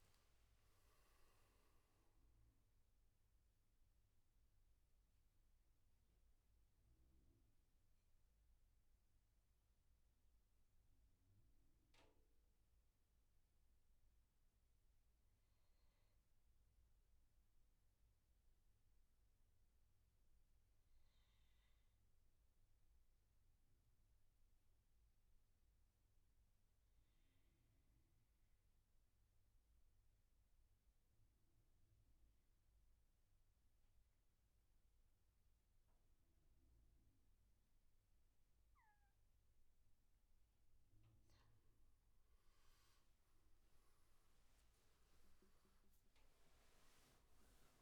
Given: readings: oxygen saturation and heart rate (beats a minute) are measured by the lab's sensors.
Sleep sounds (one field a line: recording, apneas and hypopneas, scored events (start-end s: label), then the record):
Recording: breathing in sleep, hard to hear, by a room microphone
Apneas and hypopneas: 1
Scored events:
0.00-18.00 s: oxygen desaturation (device-marked, oxygen 89% lowest, heart rate 59 extreme)
5.00-7.00 s: bradycardia (device-marked, heart rate 71 before, 66 extreme)
8.50-40.50 s: mixed apnea (oxygen 98% before, 89% lowest, heart rate 77 before, 59 extreme, up 15 after)
35.00-47.82 s: oxygen desaturation (device-marked, oxygen 99% before, 92% lowest, heart rate 70 before, 59 extreme)
42.50-47.50 s: arousal
From the record:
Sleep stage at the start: N2 (light sleep)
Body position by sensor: on the back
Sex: male